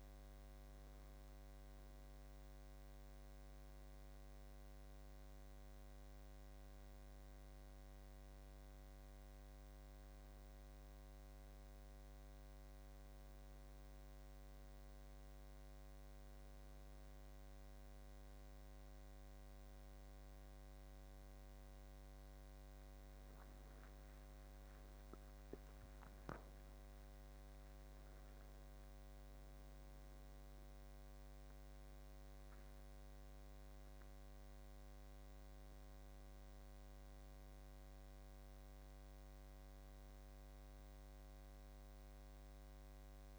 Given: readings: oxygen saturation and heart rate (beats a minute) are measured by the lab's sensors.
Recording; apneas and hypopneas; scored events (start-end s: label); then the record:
breathing in sleep, hard to hear, by a microphone on the trachea; none
23.50-27.00 s: arousal
From the record:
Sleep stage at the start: N1 (lightest sleep); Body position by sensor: on the back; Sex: male